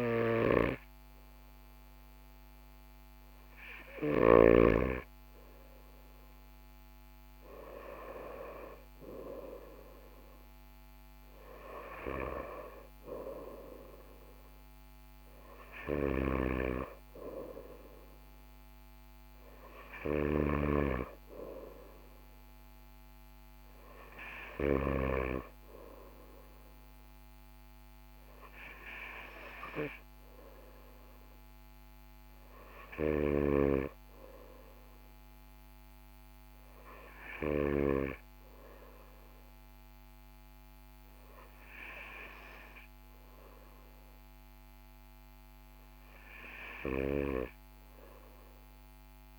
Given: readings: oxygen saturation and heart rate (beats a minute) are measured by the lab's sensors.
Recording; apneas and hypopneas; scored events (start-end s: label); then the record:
breathing in sleep by a microphone on the trachea; none
0.00-4.00 s: snoring (device-marked)
15.50-24.50 s: snoring (device-marked)
32.50-37.50 s: snoring (device-marked)
From the record:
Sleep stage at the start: N2 (light sleep); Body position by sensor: on the right side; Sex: male